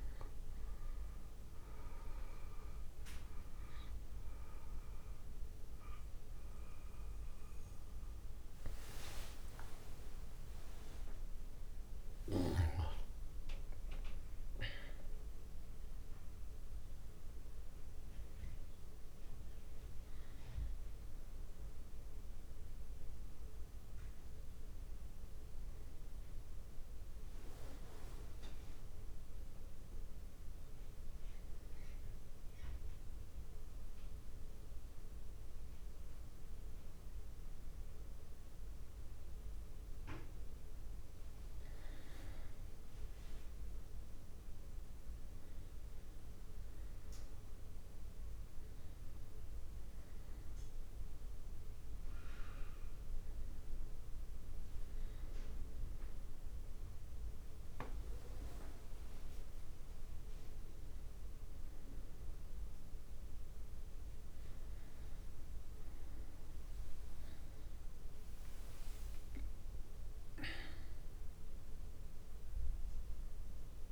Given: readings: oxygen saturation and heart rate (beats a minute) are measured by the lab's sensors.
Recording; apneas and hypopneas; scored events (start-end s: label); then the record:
breathing in sleep by a room microphone; 1
0.00-23.00 s: oxygen desaturation (device-marked, oxygen 87% lowest)
24.00-73.92 s: new sleep stage, N2 (light sleep)
25.50-29.00 s: arousal
32.00-42.00 s: central apnea (oxygen 100% before, 97% lowest)
44.50-48.50 s: arousal
From the record:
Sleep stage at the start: N1 (lightest sleep); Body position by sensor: on the back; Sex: male